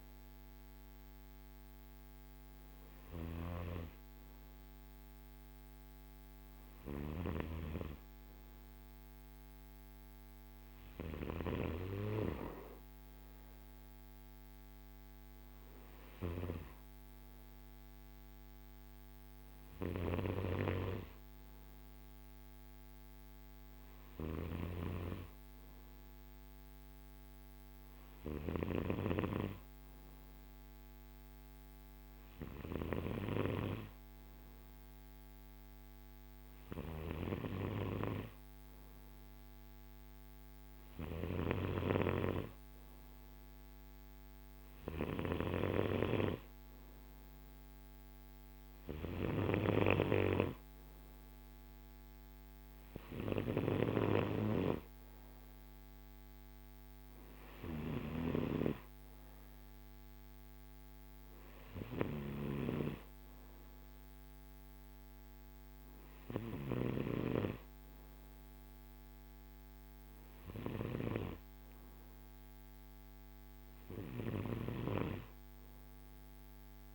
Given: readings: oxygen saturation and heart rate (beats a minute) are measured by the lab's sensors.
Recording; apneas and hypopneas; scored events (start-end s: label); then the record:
breathing in sleep by a microphone on the trachea; none
none scored
From the record:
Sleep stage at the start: N2 (light sleep); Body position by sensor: on the right side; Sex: male